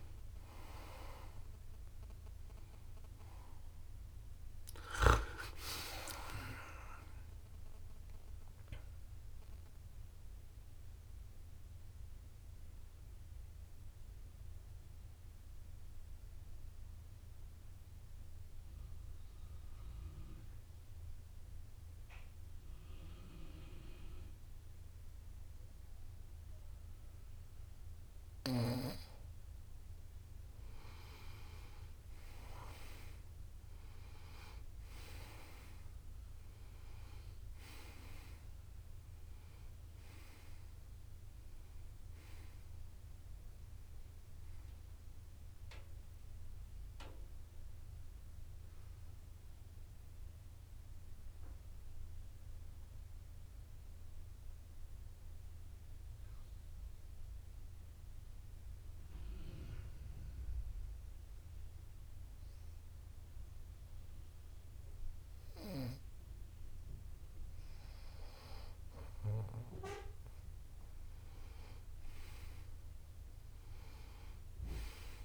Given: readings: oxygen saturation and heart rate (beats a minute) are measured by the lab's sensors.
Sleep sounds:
breathing in sleep by a room microphone; 2
0.00-7.50 s: oxygen desaturation (device-marked, oxygen 92% lowest)
8.50-27.50 s: mixed apnea (oxygen 95% before, 92% lowest)
29.50-34.00 s: arousal
36.50-58.50 s: oxygen desaturation (device-marked, oxygen 97% before, 92% lowest)
51.00-67.50 s: obstructive apnea (oxygen 97% before, 92% lowest)
69.50-73.50 s: arousal
From the record:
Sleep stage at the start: N2 (light sleep); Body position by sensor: on the back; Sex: male

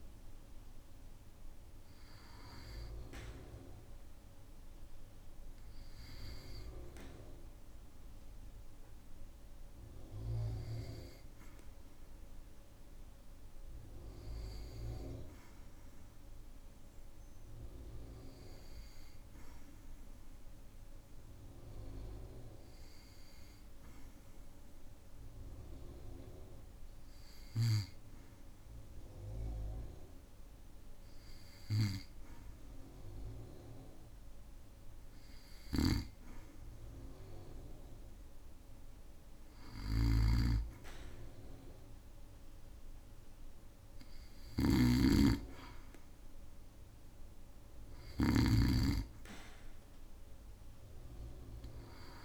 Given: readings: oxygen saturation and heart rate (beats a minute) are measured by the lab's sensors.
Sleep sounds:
breathing in sleep by a room microphone; 1
6.00-28.00 s: hypopnea (oxygen 97% before, 95% lowest, heart rate 57 before, 55 extreme, up 4 after)
30.50-33.50 s: arousal
35.50-48.50 s: snoring (device-marked)
From the record:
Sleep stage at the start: N2 (light sleep); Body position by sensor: on the back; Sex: male

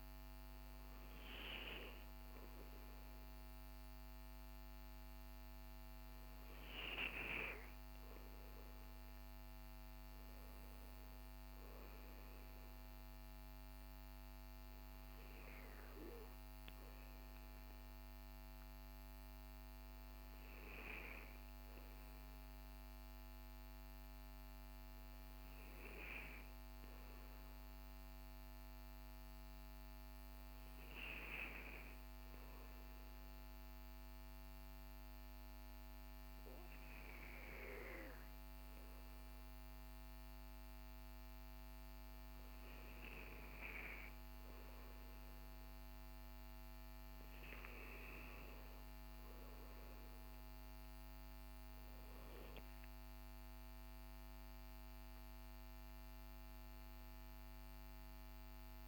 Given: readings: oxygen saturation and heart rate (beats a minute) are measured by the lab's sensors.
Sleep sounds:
breathing in sleep by a microphone on the trachea; 1
20.50-45.00 s: obstructive apnea (oxygen 97% before, 95% lowest, heart rate 53 before, 51 extreme, up 3 after)
49.50-54.00 s: arousal
From the record:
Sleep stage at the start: N2 (light sleep); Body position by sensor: on the back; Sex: male

